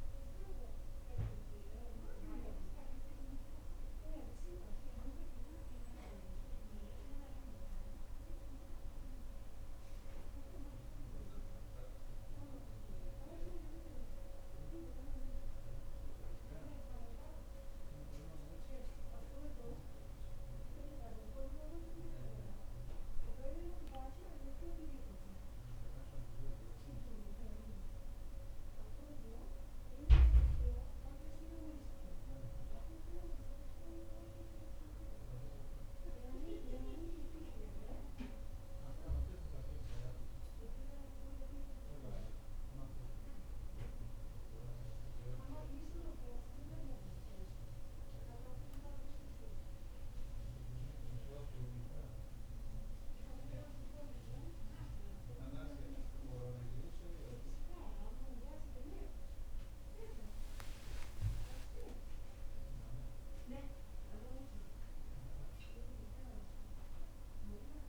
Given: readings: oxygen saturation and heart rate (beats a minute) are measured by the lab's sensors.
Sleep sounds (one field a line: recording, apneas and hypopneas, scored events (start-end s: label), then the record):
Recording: breathing in sleep by a room microphone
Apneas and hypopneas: none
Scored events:
58.00-61.50 s: arousal
From the record:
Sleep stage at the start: N2 (light sleep)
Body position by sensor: on the back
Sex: female